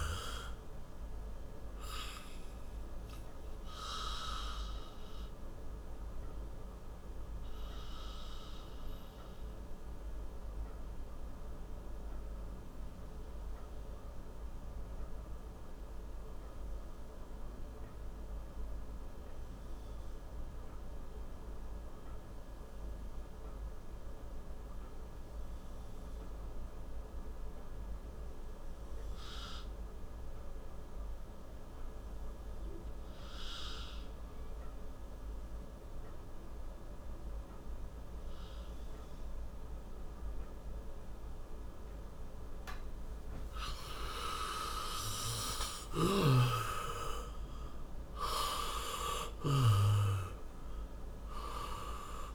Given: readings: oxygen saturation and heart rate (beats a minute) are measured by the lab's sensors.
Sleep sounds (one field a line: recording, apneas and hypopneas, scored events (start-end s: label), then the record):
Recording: breathing in sleep by a room microphone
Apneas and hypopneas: 1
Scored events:
4.50-40.00 s: obstructive apnea (oxygen 98% before, 85% lowest, heart rate 68 before, 56 extreme, up 9 after)
15.00-27.00 s: oxygen desaturation (device-marked, oxygen 94% before, 88% lowest, heart rate 70 before, 57 extreme)
43.00-48.00 s: arousal
51.00-52.34 s: oxygen desaturation (device-marked, oxygen 96% before, 85% lowest, heart rate 66 before, 56 extreme)
From the record:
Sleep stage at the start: N2 (light sleep)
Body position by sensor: on the back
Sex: male